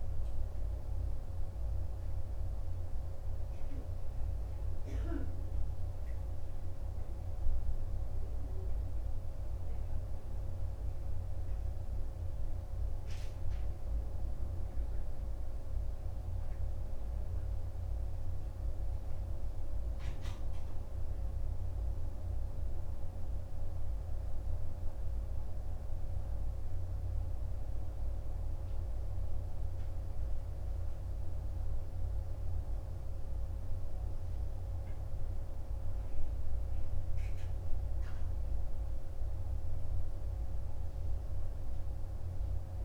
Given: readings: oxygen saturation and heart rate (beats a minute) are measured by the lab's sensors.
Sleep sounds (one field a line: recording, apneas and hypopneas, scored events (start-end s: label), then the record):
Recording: breathing in sleep, hard to hear, by a room microphone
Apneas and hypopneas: none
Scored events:
none scored
From the record:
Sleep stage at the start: N2 (light sleep)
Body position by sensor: on the right side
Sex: male